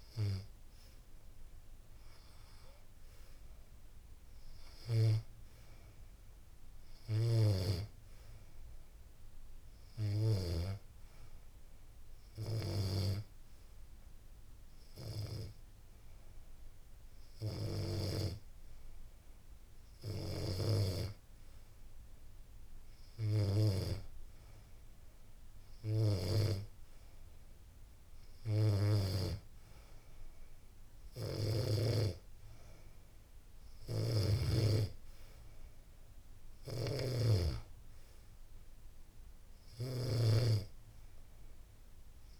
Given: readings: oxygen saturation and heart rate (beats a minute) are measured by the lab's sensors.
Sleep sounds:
breathing in sleep by a room microphone; none
none scored
From the record:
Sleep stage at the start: N2 (light sleep); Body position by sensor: on the back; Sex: female

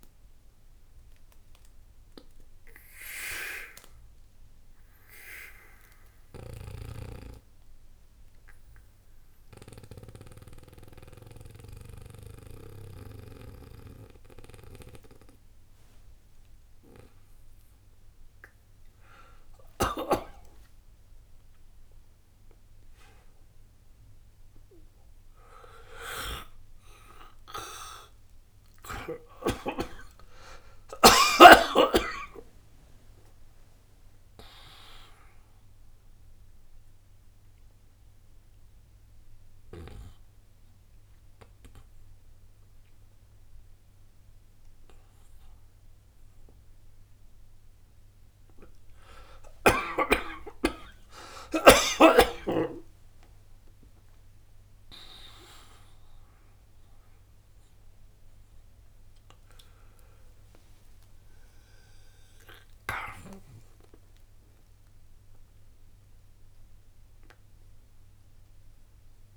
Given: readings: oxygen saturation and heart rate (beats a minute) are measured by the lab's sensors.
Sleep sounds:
breathing in sleep by a room microphone; 1
0.00-23.50 s: oxygen desaturation (device-marked, oxygen 77% lowest, heart rate 60 extreme)
27.00-32.00 s: arousal
35.50-48.00 s: central apnea (oxygen 100% before, 96% lowest, heart rate 60 before, 60 extreme, up 0 after)
50.00-55.00 s: arousal
From the record:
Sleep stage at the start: N2 (light sleep); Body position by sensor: on the back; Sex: male

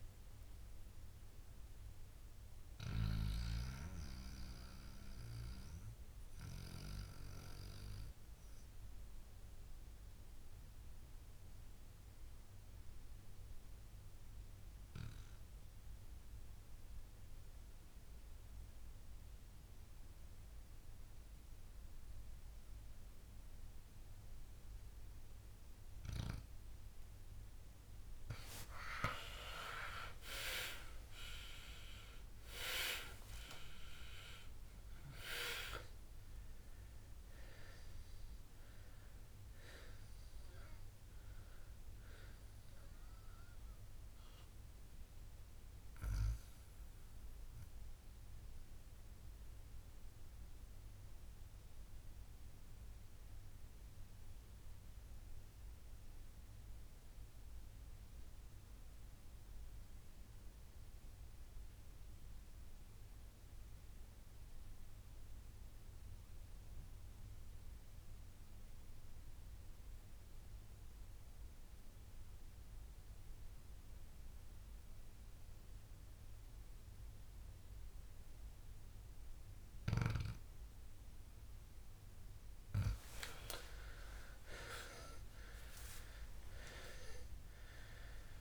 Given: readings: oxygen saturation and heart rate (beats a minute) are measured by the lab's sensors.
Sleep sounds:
breathing in sleep by a room microphone; 2
0.00-16.00 s: oxygen desaturation (device-marked, oxygen 92% lowest, heart rate 58 extreme)
0.50-27.00 s: mixed apnea (oxygen 98% before, 92% lowest, heart rate 73 before, 57 extreme, up 16 after)
29.50-34.50 s: arousal
32.00-34.00 s: long interval between heartbeats (device-marked, heart rate 61 before, 74 extreme)
43.50-81.50 s: mixed apnea (oxygen 99% before, 90% lowest, heart rate 70 before, 57 extreme, up 20 after)
48.00-59.00 s: oxygen desaturation (device-marked, oxygen 96% before, 93% lowest, heart rate 70 before, 57 extreme)
79.00-88.41 s: oxygen desaturation (device-marked, oxygen 98% before, 90% lowest, heart rate 60 before, 57 extreme)
84.50-88.41 s: arousal
From the record:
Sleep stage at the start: N2 (light sleep); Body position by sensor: on the back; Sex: male

